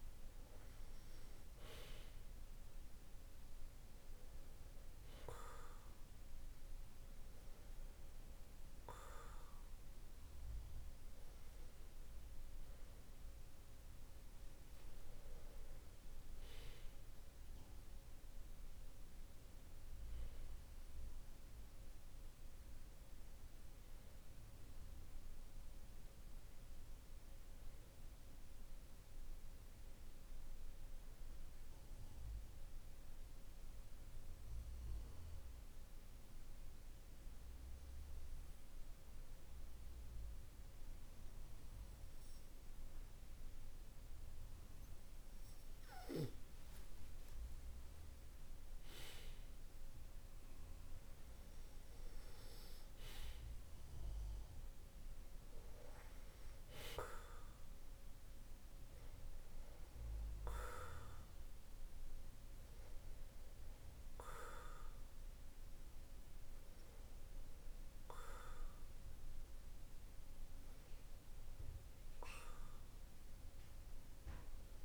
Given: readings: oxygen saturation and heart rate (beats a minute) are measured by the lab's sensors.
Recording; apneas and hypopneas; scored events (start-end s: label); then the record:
breathing in sleep by a room microphone; 1
30.50-45.50 s: hypopnea (oxygen 96% before, 93% lowest, heart rate 50 before, 49 extreme, up 26 after)
47.50-51.00 s: arousal
From the record:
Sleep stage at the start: N2 (light sleep); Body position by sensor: on the back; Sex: male